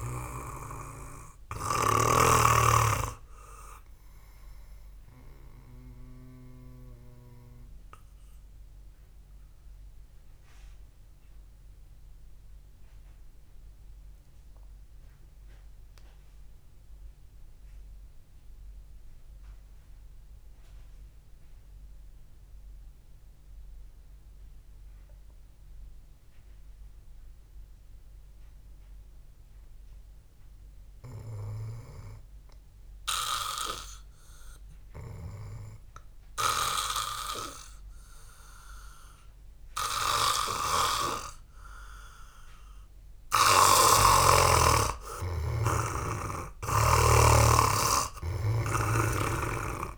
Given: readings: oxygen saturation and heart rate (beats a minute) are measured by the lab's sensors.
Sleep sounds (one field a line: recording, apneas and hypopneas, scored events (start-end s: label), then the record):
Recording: breathing in sleep by a room microphone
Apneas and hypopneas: 1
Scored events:
0.00-5.50 s: oxygen desaturation (device-marked, oxygen 92% lowest, heart rate 53 extreme)
5.50-32.50 s: mixed apnea (oxygen 98% before, 87% lowest, heart rate 56 before, 49 extreme)
11.50-20.50 s: oxygen desaturation (device-marked, oxygen 93% before, 89% lowest, heart rate 58 before, 50 extreme)
33.50-37.00 s: arousal
35.50-49.98 s: oxygen desaturation (device-marked, oxygen 99% before, 87% lowest, heart rate 66 before, 49 extreme)
41.50-45.00 s: snoring (device-marked)
From the record:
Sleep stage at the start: N2 (light sleep)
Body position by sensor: on the back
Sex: male